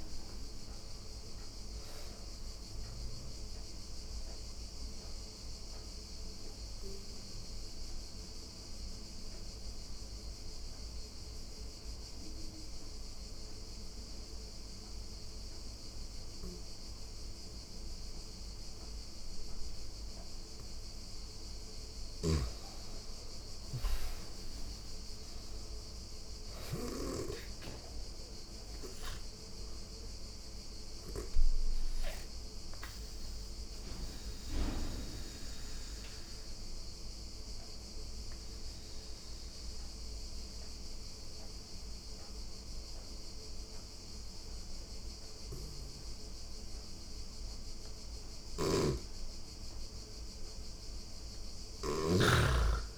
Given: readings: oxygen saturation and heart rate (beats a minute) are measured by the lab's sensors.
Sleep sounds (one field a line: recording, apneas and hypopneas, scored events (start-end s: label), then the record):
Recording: breathing in sleep by a room microphone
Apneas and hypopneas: 2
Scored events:
1.00-18.00 s: oxygen desaturation (device-marked, oxygen 98% before, 87% lowest)
2.50-19.50 s: obstructive apnea (oxygen 98% before, 86% lowest)
21.00-26.50 s: snoring (device-marked)
22.00-25.50 s: arousal
31.00-46.00 s: oxygen desaturation (device-marked, oxygen 98% before, 86% lowest)
31.50-48.00 s: mixed apnea (oxygen 99% before, 86% lowest)
47.50-52.98 s: snoring (device-marked)
From the record:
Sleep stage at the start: N2 (light sleep)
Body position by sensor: on the back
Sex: female